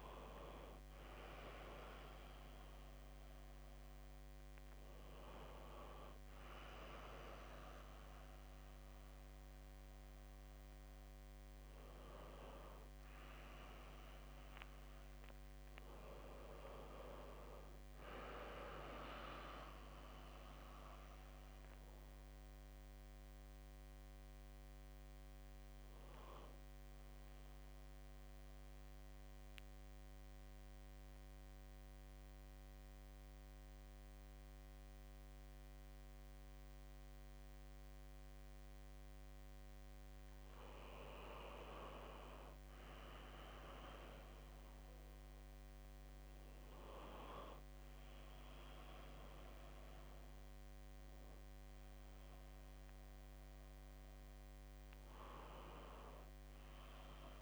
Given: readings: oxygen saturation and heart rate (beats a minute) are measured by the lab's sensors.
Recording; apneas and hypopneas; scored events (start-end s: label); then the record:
breathing in sleep by a microphone on the trachea; 1
0.00-8.00 s: oxygen desaturation (device-marked, oxygen 95% lowest, heart rate 65 extreme)
10.00-57.42 s: new sleep stage, N2 (light sleep)
29.00-40.00 s: central apnea (oxygen 98% before, 95% lowest, heart rate 66 before, 64 extreme, up 0 after)
40.50-45.00 s: arousal
50.00-57.42 s: oxygen desaturation (device-marked, oxygen 98% before, 95% lowest, heart rate 65 before, 64 extreme)
From the record:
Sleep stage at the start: N1 (lightest sleep); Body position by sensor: on the back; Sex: male